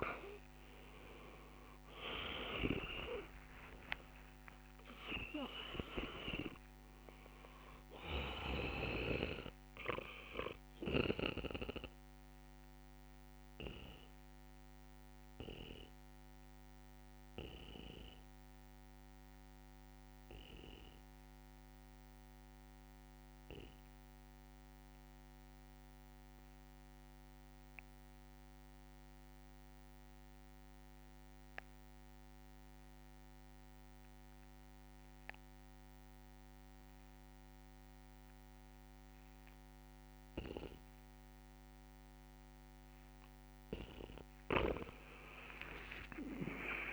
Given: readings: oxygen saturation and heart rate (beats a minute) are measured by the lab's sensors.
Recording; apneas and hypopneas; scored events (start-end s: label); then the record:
breathing in sleep by a microphone on the trachea; 1
0.00-4.50 s: arousal
0.00-23.50 s: oxygen desaturation (device-marked, oxygen 86% lowest)
12.00-42.00 s: obstructive apnea (oxygen 99% before, 86% lowest)
38.50-46.93 s: oxygen desaturation (device-marked, oxygen 99% before, 86% lowest)
45.00-46.93 s: arousal
From the record:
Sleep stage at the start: N2 (light sleep); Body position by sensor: on the back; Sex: male